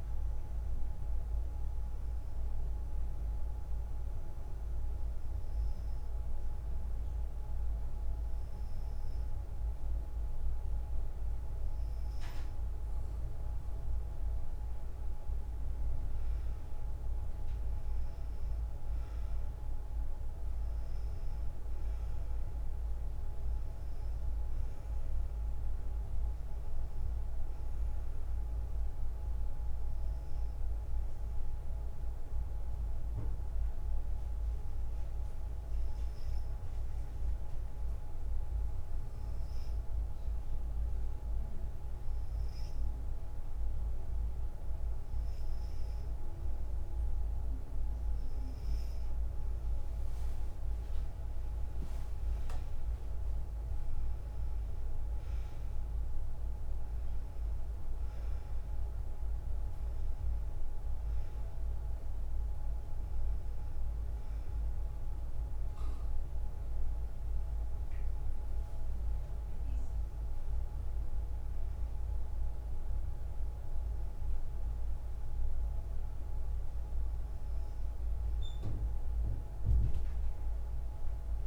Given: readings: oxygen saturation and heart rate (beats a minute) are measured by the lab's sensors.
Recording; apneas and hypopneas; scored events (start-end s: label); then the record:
breathing in sleep, hard to hear, by a room microphone; 1
16.00-20.00 s: arousal
31.00-45.50 s: hypopnea (oxygen 98% before, 94% lowest, heart rate 61 before, 56 extreme, up 5 after)
50.50-54.50 s: arousal
79.50-81.47 s: arousal
From the record:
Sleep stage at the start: N2 (light sleep); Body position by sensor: on the back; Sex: female